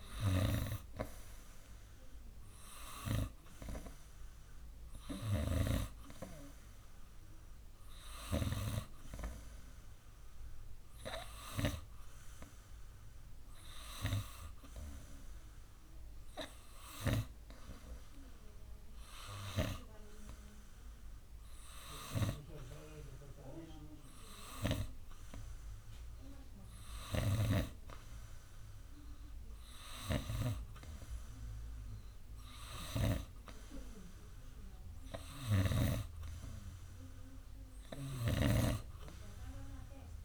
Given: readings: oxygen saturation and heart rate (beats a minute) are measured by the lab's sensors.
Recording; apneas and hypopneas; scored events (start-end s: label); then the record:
breathing in sleep by a room microphone; none
0.00-1.00 s: arousal
From the record:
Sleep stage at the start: N2 (light sleep); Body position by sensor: on the right side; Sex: male